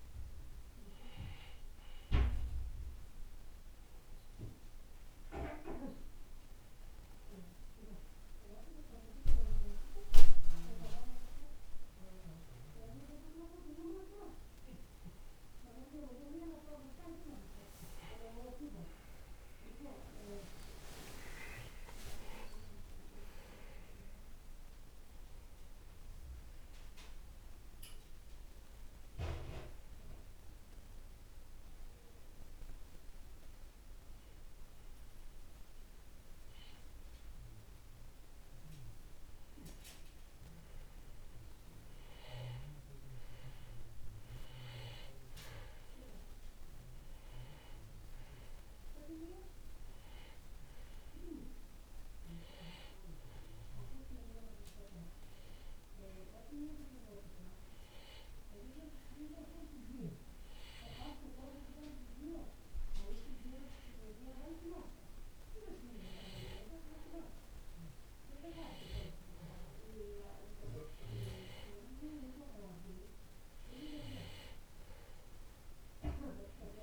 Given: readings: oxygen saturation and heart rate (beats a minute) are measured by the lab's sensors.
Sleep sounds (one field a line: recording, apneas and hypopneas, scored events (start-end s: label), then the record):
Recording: breathing in sleep by a room microphone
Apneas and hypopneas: 2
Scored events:
18.00-22.00 s: arousal
30.50-40.50 s: hypopnea (oxygen 95% before, 93% lowest, heart rate 69 before, 58 extreme, up 0 after)
45.00-49.00 s: arousal
49.50-59.50 s: oxygen desaturation (device-marked, oxygen 96% before, 93% lowest, heart rate 67 before, 58 extreme)
54.00-67.50 s: hypopnea (oxygen 96% before, 93% lowest, heart rate 63 before, 59 extreme, up 4 after)
71.50-75.50 s: arousal
From the record:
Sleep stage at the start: N2 (light sleep)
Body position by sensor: on the back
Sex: male